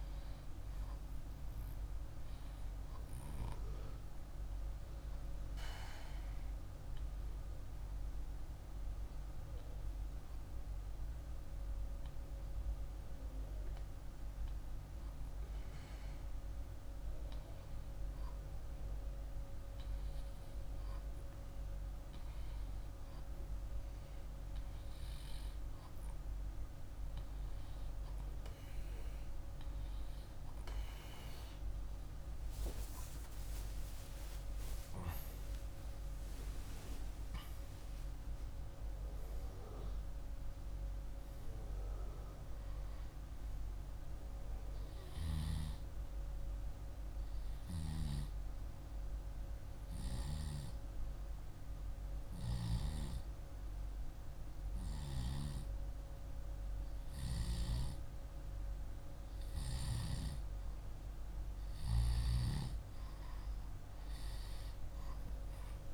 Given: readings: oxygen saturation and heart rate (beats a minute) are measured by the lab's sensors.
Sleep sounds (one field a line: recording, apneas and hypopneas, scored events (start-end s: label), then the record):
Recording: a person awake in a sleep study, by a room microphone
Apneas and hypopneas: 1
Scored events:
10.00-22.50 s: hypopnea (oxygen 98% before, 93% lowest, heart rate 49 before, 47 extreme, up 1 after)
19.50-65.94 s: new sleep stage, awake
From the record:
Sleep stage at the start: N2 (light sleep)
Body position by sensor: on the left side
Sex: male